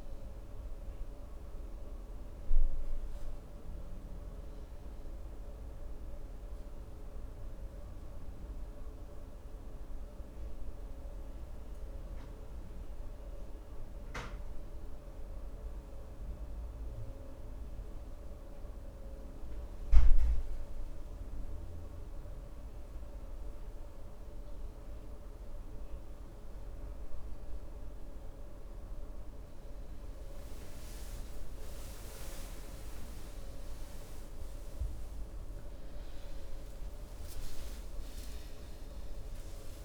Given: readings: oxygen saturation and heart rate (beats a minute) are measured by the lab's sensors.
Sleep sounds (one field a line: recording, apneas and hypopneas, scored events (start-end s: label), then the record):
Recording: breathing in sleep, hard to hear, by a room microphone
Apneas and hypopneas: none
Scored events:
0.00-2.00 s: arousal
From the record:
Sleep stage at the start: N1 (lightest sleep)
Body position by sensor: on the right side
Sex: male